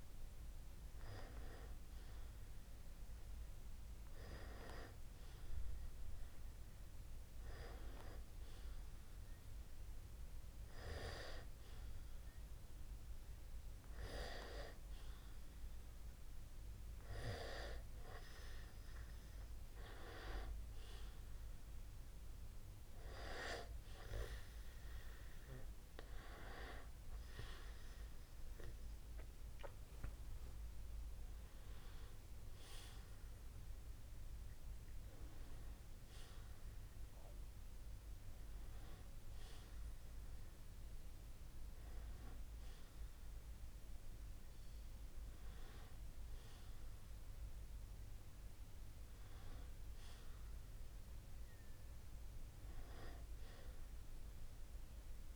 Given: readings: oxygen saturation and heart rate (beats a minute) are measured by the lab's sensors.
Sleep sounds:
breathing in sleep by a room microphone; none
none scored
From the record:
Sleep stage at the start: N2 (light sleep); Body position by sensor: on the back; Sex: male

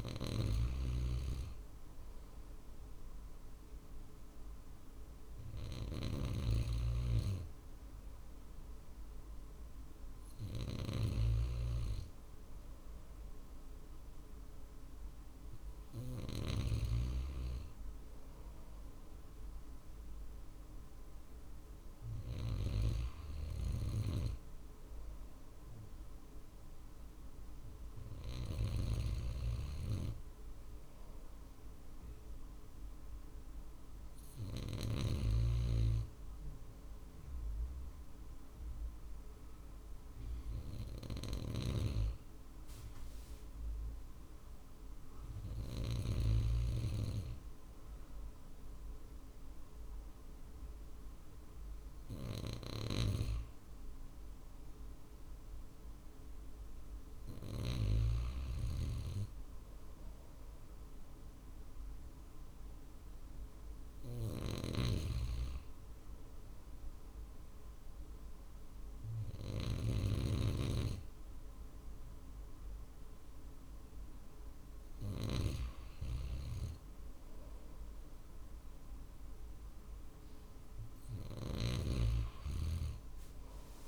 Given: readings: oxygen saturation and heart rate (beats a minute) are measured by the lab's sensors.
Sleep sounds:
breathing in sleep by a room microphone; none
0.00-10.50 s: drop in pulse transit time (device-marked, heart rate 50 extreme)
0.00-22.00 s: snoring (device-marked)
40.50-45.50 s: snoring (device-marked)
52.00-57.50 s: snoring (device-marked)
64.00-75.00 s: snoring (device-marked)
81.00-83.88 s: snoring (device-marked)
From the record:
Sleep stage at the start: N2 (light sleep); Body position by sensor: on the right side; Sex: male

